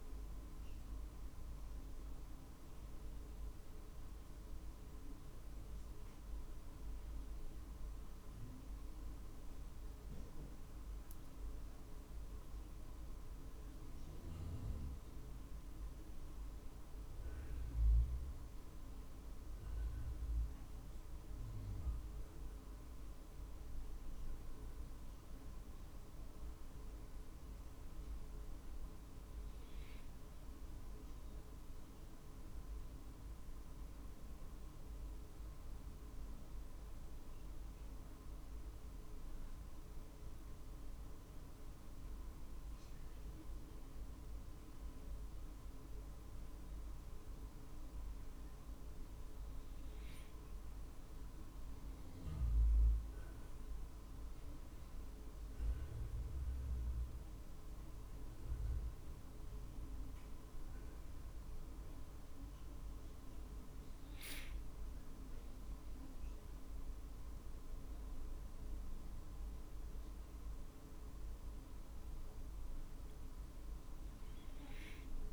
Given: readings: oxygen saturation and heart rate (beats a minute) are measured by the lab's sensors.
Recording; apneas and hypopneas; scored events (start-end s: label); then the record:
a person awake in a sleep study, hard to hear, by a room microphone; none
none scored
From the record:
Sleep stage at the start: awake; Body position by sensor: on the right side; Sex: male